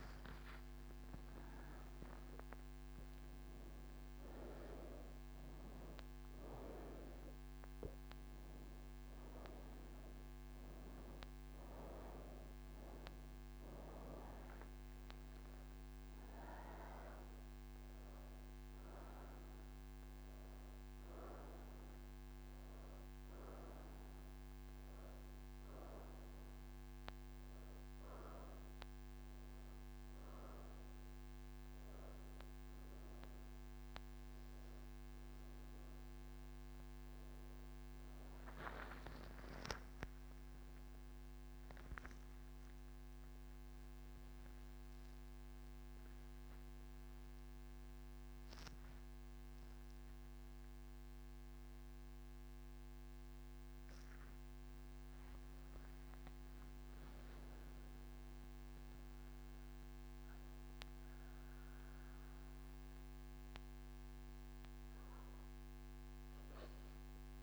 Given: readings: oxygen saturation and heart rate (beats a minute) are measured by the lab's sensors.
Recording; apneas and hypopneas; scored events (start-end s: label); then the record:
breathing in sleep by a microphone on the trachea; none
21.00-46.00 s: oxygen desaturation (device-marked, oxygen 95% before, 90% lowest)
From the record:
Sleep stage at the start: N2 (light sleep); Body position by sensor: on the right side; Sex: female